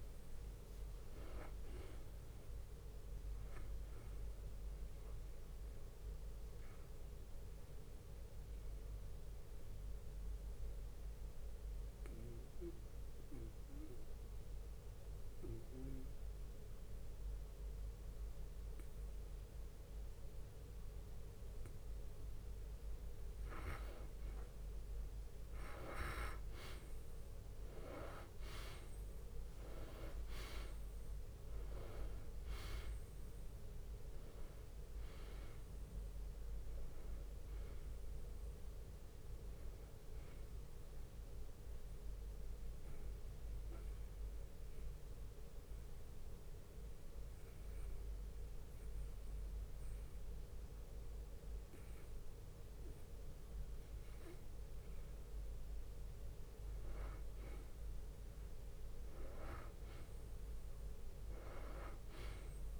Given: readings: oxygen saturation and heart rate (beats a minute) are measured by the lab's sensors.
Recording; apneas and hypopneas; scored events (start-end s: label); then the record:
breathing in sleep by a room microphone; 2
0.00-10.50 s: tachycardia (device-marked, heart rate 170 extreme)
0.50-2.50 s: long interval between heartbeats (device-marked, heart rate 58 before, 99 extreme)
2.50-4.50 s: long interval between heartbeats (device-marked, heart rate 63 before, 104 extreme)
4.50-14.50 s: drop in pulse transit time (device-marked, heart rate 70 before, 99 extreme)
5.00-22.00 s: obstructive apnea (oxygen 98% before, 89% lowest, heart rate 70 before, 64 extreme, up 39 after)
6.00-8.00 s: long interval between heartbeats (device-marked, heart rate 74 before, 155 extreme)
6.50-19.50 s: oxygen desaturation (device-marked, oxygen 98% before, 92% lowest, heart rate 79 before, 64 extreme)
11.00-13.00 s: long interval between heartbeats (device-marked, heart rate 99 before, 129 extreme)
14.00-16.00 s: long interval between heartbeats (device-marked, heart rate 111 before, 97 extreme)
14.50-21.50 s: tachycardia (device-marked, heart rate 72 before, 127 extreme)
19.00-21.00 s: long interval between heartbeats (device-marked, heart rate 119 before, 114 extreme)
21.00-23.00 s: long interval between heartbeats (device-marked, heart rate 123 before, 127 extreme)
23.00-25.00 s: long interval between heartbeats (device-marked, heart rate 126 before, 117 extreme)
25.00-28.50 s: arousal
25.50-54.50 s: oxygen desaturation (device-marked, oxygen 97% before, 89% lowest, heart rate 125 before, 54 extreme)
28.50-41.50 s: drop in pulse transit time (device-marked, heart rate 114 before, 64 extreme)
34.50-36.50 s: long interval between heartbeats (device-marked, heart rate 95 before, 69 extreme)
40.50-55.00 s: obstructive apnea (oxygen 97% before, 89% lowest, heart rate 85 before, 54 extreme, up 13 after)
46.50-58.50 s: bradycardia (device-marked, heart rate 73 before, 55 extreme)
58.50-62.00 s: arousal
From the record:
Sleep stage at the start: N2 (light sleep); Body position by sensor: on the back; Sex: male